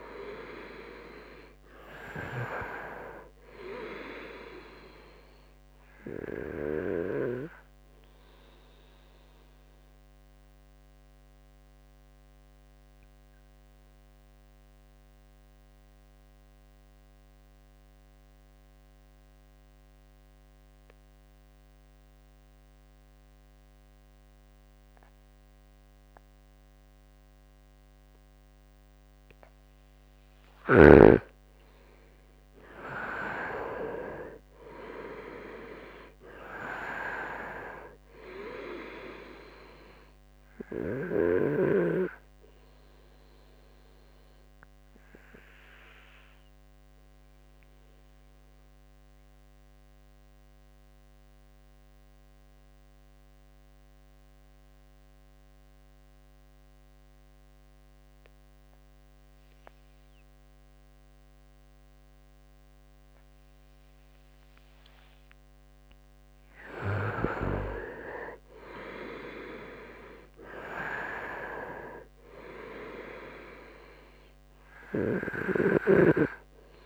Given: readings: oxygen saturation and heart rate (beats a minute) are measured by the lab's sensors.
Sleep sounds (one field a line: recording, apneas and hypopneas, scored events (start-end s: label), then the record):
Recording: breathing in sleep by a microphone on the trachea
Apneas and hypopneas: 2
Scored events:
0.00-1.50 s: arousal
0.00-25.00 s: oxygen desaturation (device-marked, oxygen 86% lowest, heart rate 64 extreme)
7.50-28.50 s: obstructive apnea (oxygen 98% before, 86% lowest, heart rate 68 before, 64 extreme, up 2 after)
31.50-36.00 s: arousal
41.00-60.00 s: oxygen desaturation (device-marked, oxygen 96% before, 87% lowest, heart rate 67 before, 64 extreme)
42.50-64.00 s: obstructive apnea (oxygen 98% before, 87% lowest, heart rate 67 before, 64 extreme, up 2 after)
62.00-76.86 s: oxygen desaturation (device-marked, oxygen 98% before, 87% lowest, heart rate 67 before, 64 extreme)
66.50-71.00 s: arousal
From the record:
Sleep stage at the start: N2 (light sleep)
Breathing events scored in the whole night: 320 in 4.1 hours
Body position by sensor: on the right side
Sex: male